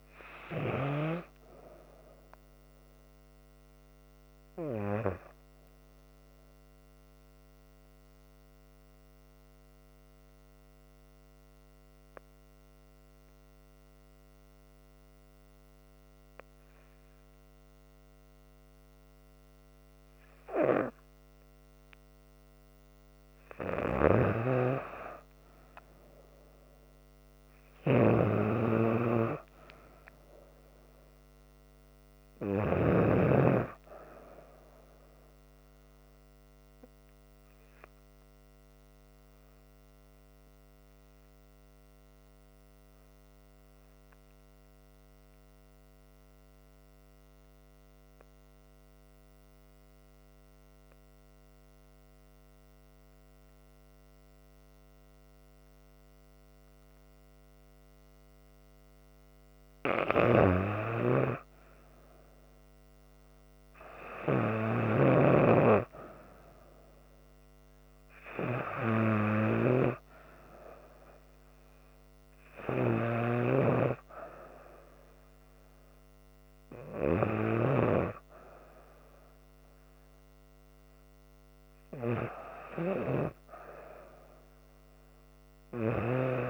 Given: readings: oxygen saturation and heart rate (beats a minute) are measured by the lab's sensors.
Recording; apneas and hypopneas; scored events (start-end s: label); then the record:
breathing in sleep by a microphone on the trachea; 2
0.00-15.50 s: oxygen desaturation (device-marked, oxygen 92% lowest, heart rate 69 extreme)
6.50-21.50 s: mixed apnea (oxygen 97% before, 89% lowest, heart rate 71 before, 69 extreme, up 3 after)
22.50-26.50 s: arousal
27.50-33.00 s: snoring (device-marked)
28.50-44.50 s: oxygen desaturation (device-marked, oxygen 98% before, 92% lowest, heart rate 70 before, 69 extreme)
38.00-58.50 s: obstructive apnea (oxygen 98% before, 89% lowest, heart rate 71 before, 69 extreme, up 6 after)
60.00-65.00 s: snoring (device-marked)
60.50-64.50 s: arousal
63.50-84.50 s: oxygen desaturation (device-marked, oxygen 96% before, 89% lowest, heart rate 70 before, 69 extreme)
85.50-86.50 s: arousal
From the record:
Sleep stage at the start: N2 (light sleep); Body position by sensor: on the back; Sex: female